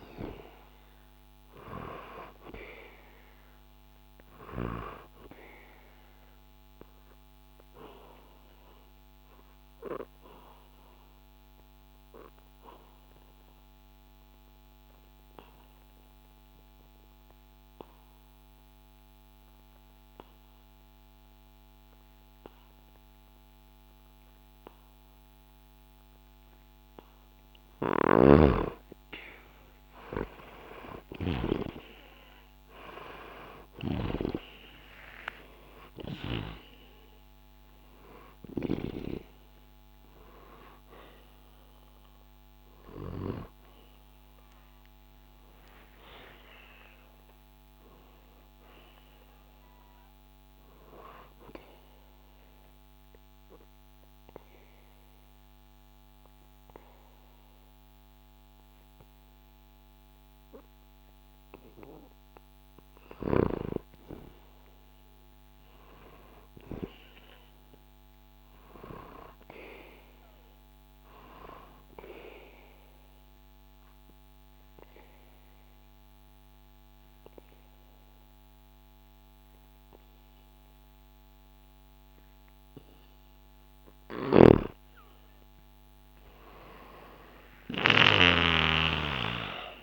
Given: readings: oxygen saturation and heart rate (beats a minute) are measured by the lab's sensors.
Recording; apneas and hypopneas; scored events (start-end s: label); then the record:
breathing in sleep by a microphone on the trachea; 3
0.00-18.00 s: oxygen desaturation (device-marked, oxygen 89% lowest, heart rate 62 extreme)
4.50-27.50 s: obstructive apnea (oxygen 98% before, 89% lowest, heart rate 63 before, 62 extreme, up 1 after)
28.00-31.50 s: snoring (device-marked)
30.00-35.00 s: arousal
36.00-57.00 s: oxygen desaturation (device-marked, oxygen 98% before, 89% lowest, heart rate 65 before, 64 extreme)
50.50-63.00 s: obstructive apnea (oxygen 98% before, 90% lowest, heart rate 67 before, 64 extreme)
65.00-69.00 s: arousal
72.00-84.00 s: obstructive apnea (oxygen 98% before, 90% lowest, heart rate 68 before, 65 extreme, up 6 after)
87.00-89.83 s: arousal
From the record:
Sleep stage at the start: N2 (light sleep); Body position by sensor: on the back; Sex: male